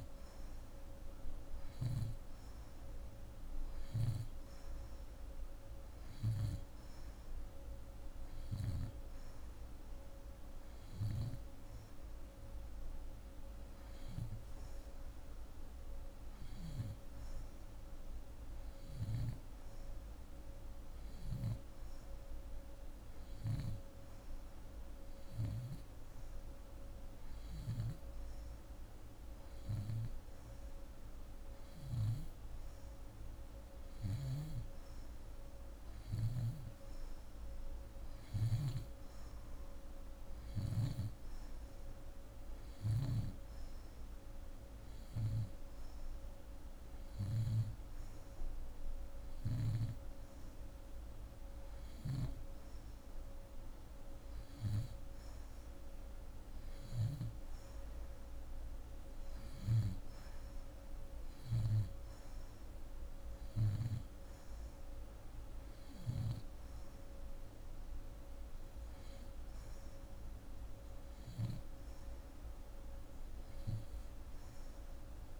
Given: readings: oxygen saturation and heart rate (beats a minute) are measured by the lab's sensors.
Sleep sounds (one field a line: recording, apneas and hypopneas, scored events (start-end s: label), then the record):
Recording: breathing in sleep by a room microphone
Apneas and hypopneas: none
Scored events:
none scored
From the record:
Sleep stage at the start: N2 (light sleep)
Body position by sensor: on the back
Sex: female